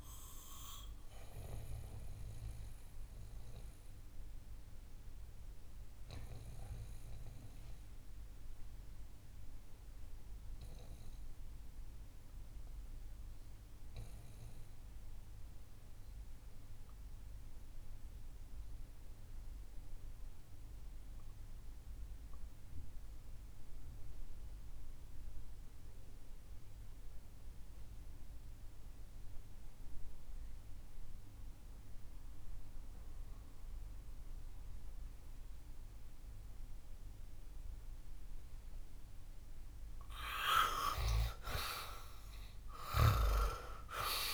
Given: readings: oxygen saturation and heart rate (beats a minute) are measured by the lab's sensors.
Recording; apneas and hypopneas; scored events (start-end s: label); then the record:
breathing in sleep by a room microphone; 1
0.00-14.00 s: oxygen desaturation (device-marked, oxygen 87% lowest, heart rate 53 extreme)
2.00-39.00 s: obstructive apnea (oxygen 99% before, 78% lowest, heart rate 67 before, 53 extreme, up 26 after)
29.00-44.34 s: new sleep stage, REM sleep
42.50-44.34 s: arousal
43.00-44.34 s: snoring (device-marked)
From the record:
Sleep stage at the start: N2 (light sleep); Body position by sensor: on the back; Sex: male